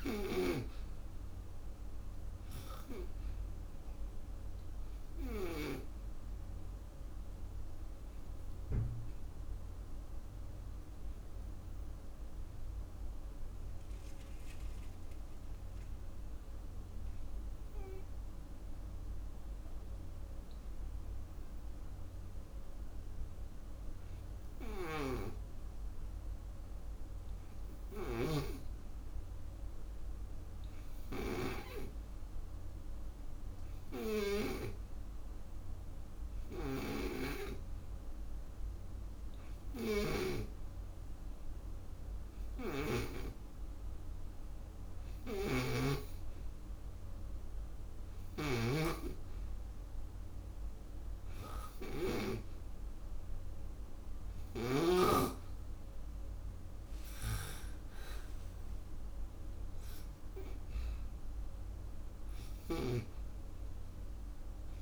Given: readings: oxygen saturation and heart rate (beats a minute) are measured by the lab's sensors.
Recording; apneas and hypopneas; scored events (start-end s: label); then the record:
breathing in sleep by a room microphone; 1
0.00-26.50 s: oxygen desaturation (device-marked, oxygen 87% lowest, heart rate 56 extreme)
8.00-27.00 s: hypopnea (oxygen 98% before, 87% lowest, heart rate 64 before, 56 extreme, up 9 after)
29.00-33.00 s: arousal
38.50-64.82 s: oxygen desaturation (device-marked, oxygen 97% before, 90% lowest, heart rate 65 before, 59 extreme)
39.50-54.50 s: snoring (device-marked)
56.50-60.00 s: arousal
62.00-64.82 s: snoring (device-marked)
From the record:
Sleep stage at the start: N2 (light sleep); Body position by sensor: on the back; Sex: female